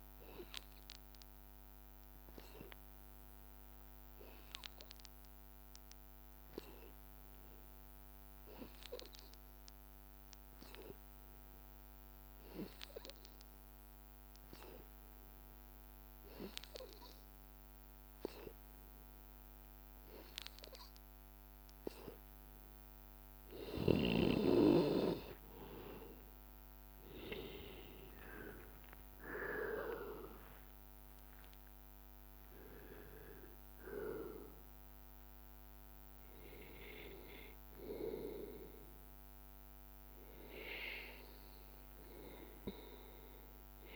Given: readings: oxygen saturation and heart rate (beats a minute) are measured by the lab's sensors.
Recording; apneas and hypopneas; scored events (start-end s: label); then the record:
breathing in sleep by a microphone on the trachea; none
19.50-43.96 s: oxygen desaturation (device-marked, oxygen 93% before, 90% lowest, heart rate 80 before, 79 extreme)
From the record:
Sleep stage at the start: N2 (light sleep); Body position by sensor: on the back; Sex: male